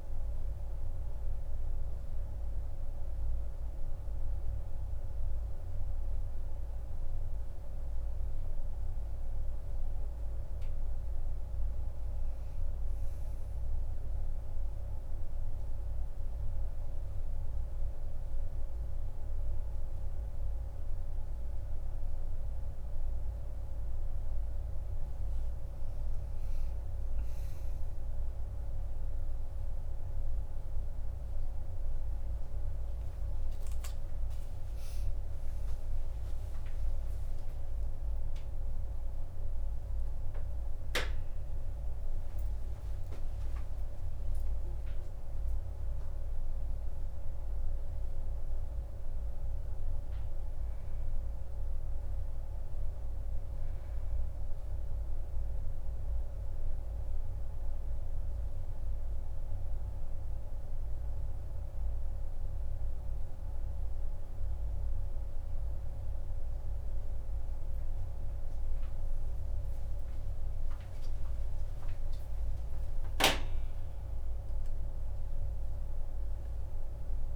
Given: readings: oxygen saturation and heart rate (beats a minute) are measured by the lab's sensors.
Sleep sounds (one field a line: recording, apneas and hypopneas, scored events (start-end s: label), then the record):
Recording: a person awake in a sleep study, hard to hear, by a room microphone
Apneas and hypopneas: none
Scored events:
none scored
From the record:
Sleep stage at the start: awake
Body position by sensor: on the right side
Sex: female